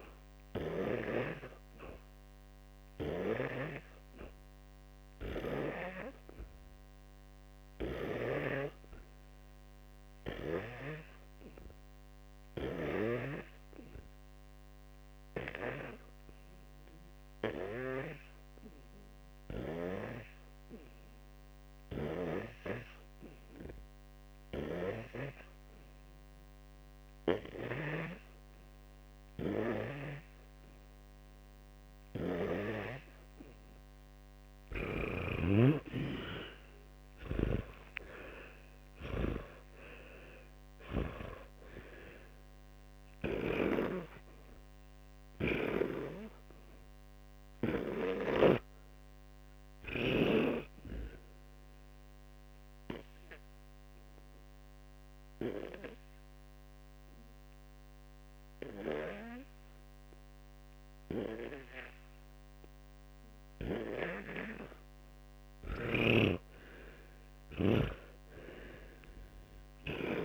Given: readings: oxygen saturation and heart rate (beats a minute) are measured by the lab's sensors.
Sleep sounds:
breathing in sleep by a microphone on the trachea; 2
1.50-18.50 s: hypopnea (oxygen 98% before, 87% lowest, heart rate 58 before, 57 extreme, up 3 after)
4.00-34.00 s: oxygen desaturation (device-marked, oxygen 97% before, 87% lowest, heart rate 58 before, 57 extreme)
36.50-41.00 s: arousal
37.00-41.00 s: snoring (device-marked)
50.50-64.00 s: hypopnea (oxygen 89% before, 87% lowest, heart rate 95 before, 57 extreme, up 45 after)
65.50-69.50 s: arousal
From the record:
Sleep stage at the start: N2 (light sleep); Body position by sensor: on the back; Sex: male

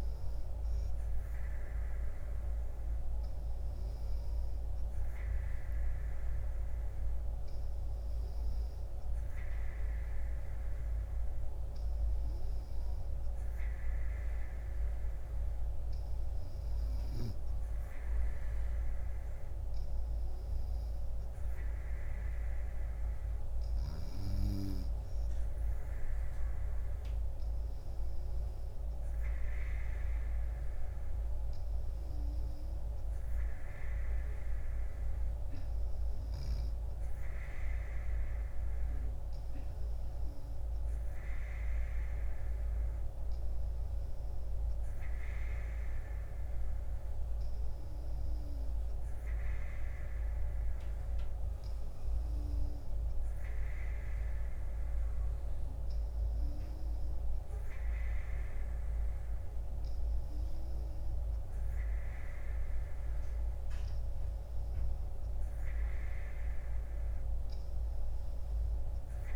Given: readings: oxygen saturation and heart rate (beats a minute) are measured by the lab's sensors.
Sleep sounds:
breathing in sleep, hard to hear, by a room microphone; none
none scored
From the record:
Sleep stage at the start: N3 (deep sleep); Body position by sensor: on the right side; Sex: female

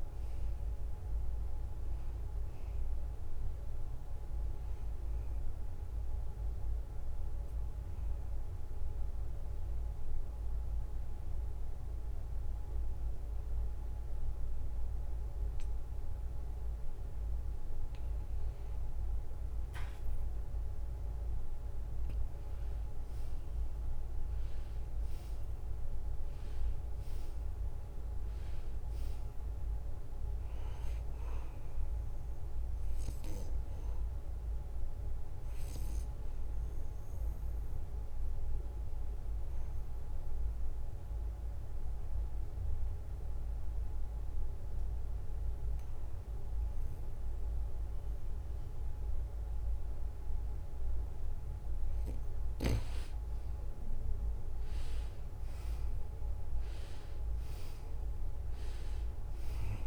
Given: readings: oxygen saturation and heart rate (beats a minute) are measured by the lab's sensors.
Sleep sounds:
breathing in sleep, hard to hear, by a room microphone; 2
0.00-11.50 s: oxygen desaturation (device-marked, oxygen 88% lowest, heart rate 69 extreme)
5.50-16.50 s: obstructive apnea (oxygen 95% before, 85% lowest, heart rate 73 before, 69 extreme, up 4 after)
20.50-24.50 s: arousal
27.50-46.50 s: oxygen desaturation (device-marked, oxygen 95% before, 90% lowest, heart rate 72 before, 69 extreme)
33.50-52.00 s: obstructive apnea (oxygen 95% before, 85% lowest, heart rate 73 before, 69 extreme, up 2 after)
54.50-58.00 s: arousal
54.50-59.87 s: oxygen desaturation (device-marked, oxygen 95% before, 85% lowest, heart rate 70 before, 69 extreme)
From the record:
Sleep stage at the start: N2 (light sleep); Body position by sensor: on the back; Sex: male

